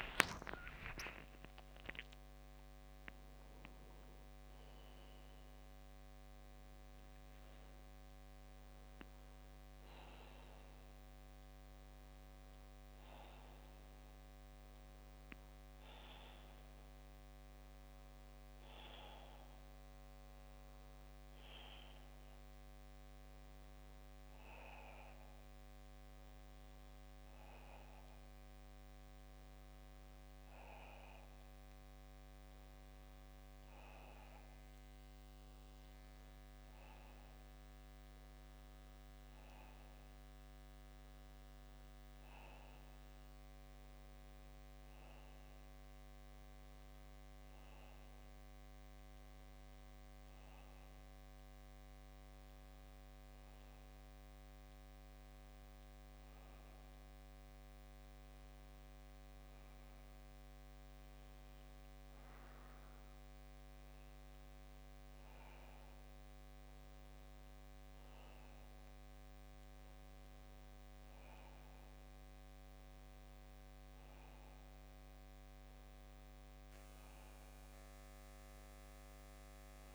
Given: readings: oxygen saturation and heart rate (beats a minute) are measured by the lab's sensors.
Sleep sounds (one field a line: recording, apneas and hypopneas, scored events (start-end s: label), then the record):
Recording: breathing in sleep, hard to hear, by a microphone on the trachea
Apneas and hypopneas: none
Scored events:
19.50-36.50 s: oxygen desaturation (device-marked, oxygen 98% before, 95% lowest, heart rate 67 before, 64 extreme)
From the record:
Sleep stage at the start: N1 (lightest sleep)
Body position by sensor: on the back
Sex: male